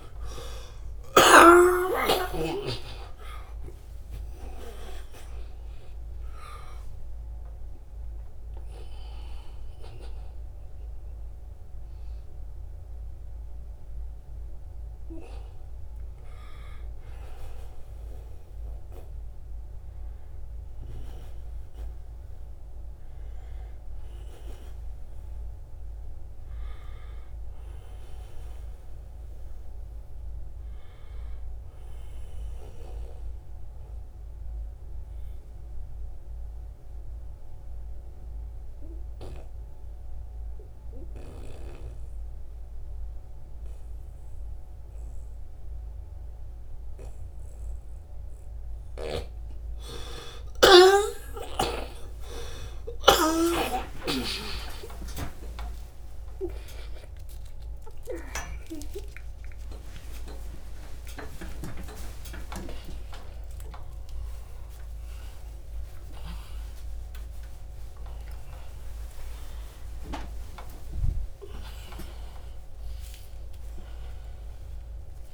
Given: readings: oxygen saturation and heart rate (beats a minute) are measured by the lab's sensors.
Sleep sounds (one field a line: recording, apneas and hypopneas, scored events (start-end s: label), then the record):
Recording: breathing in sleep by a room microphone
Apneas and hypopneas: 1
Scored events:
0.00-1.50 s: oxygen desaturation (device-marked, oxygen 89% lowest, heart rate 59 extreme)
0.00-1.50 s: snoring (device-marked)
0.00-2.00 s: arousal
0.50-2.50 s: long interval between heartbeats (device-marked, heart rate 67 before, 110 extreme)
5.50-65.50 s: new sleep stage, N1 (lightest sleep)
27.50-31.00 s: arousal
34.00-46.50 s: obstructive apnea (oxygen 97% before, 94% lowest, heart rate 86 before, 71 extreme, up 42 after)
51.00-53.00 s: long interval between heartbeats (device-marked, heart rate 77 before, 82 extreme)
54.00-56.00 s: long interval between heartbeats (device-marked, heart rate 78 before, 115 extreme)
59.00-61.00 s: long interval between heartbeats (device-marked, heart rate 93 before, 148 extreme)
61.50-63.50 s: long interval between heartbeats (device-marked, heart rate 104 before, 159 extreme)
65.50-75.34 s: new sleep stage, awake
68.50-70.50 s: long interval between heartbeats (device-marked, heart rate 128 before, 108 extreme)
71.00-73.00 s: long interval between heartbeats (device-marked, heart rate 131 before, 115 extreme)
From the record:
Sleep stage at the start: N2 (light sleep)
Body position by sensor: on the back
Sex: male